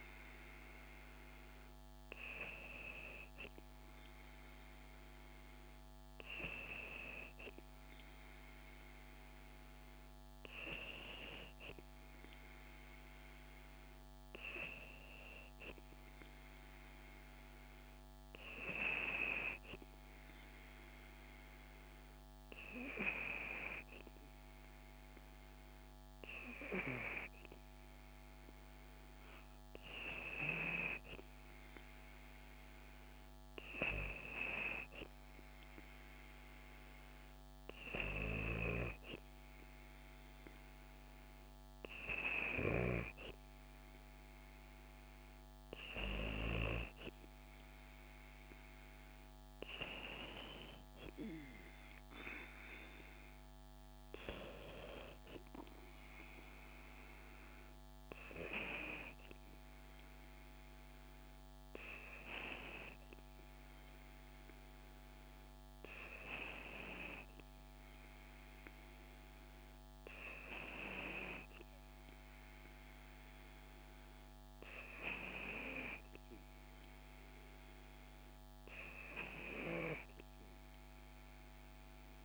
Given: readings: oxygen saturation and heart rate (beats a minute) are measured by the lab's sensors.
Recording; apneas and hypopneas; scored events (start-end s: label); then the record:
breathing in sleep by a microphone on the trachea; none
none scored
From the record:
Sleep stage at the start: N2 (light sleep); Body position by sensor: on the back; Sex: female